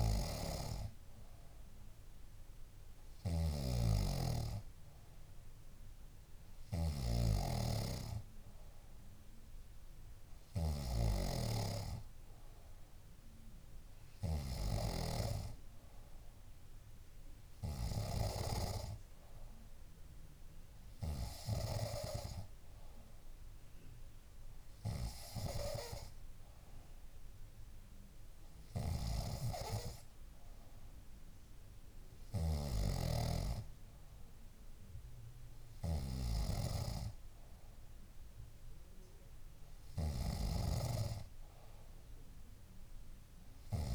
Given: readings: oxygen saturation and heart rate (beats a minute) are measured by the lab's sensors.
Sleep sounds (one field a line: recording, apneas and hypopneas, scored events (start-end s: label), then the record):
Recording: breathing in sleep by a room microphone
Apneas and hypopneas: none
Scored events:
0.00-11.00 s: snoring (device-marked)
40.00-43.95 s: snoring (device-marked)
From the record:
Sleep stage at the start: N3 (deep sleep)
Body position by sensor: on the back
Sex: female